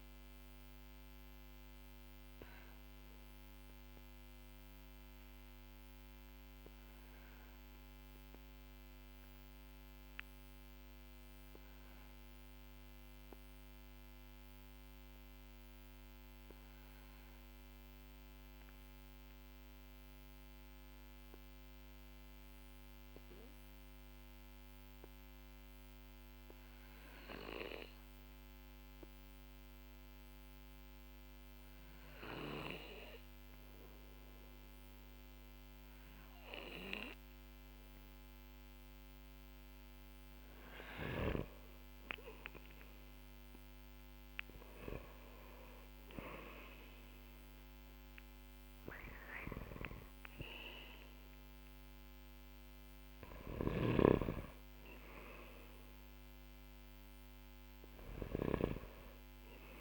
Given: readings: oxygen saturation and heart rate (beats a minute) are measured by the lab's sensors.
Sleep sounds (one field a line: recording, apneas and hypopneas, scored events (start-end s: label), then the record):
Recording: breathing in sleep by a microphone on the trachea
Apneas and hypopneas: 1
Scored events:
1.50-38.00 s: obstructive apnea (oxygen 98% before, 92% lowest, heart rate 49 before, 43 extreme, up 16 after)
39.50-43.00 s: arousal
39.50-59.81 s: oxygen desaturation (device-marked, oxygen 99% before, 92% lowest, heart rate 50 before, 46 extreme)
53.00-58.00 s: snoring (device-marked)
From the record:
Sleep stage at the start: N2 (light sleep)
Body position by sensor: on the back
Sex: male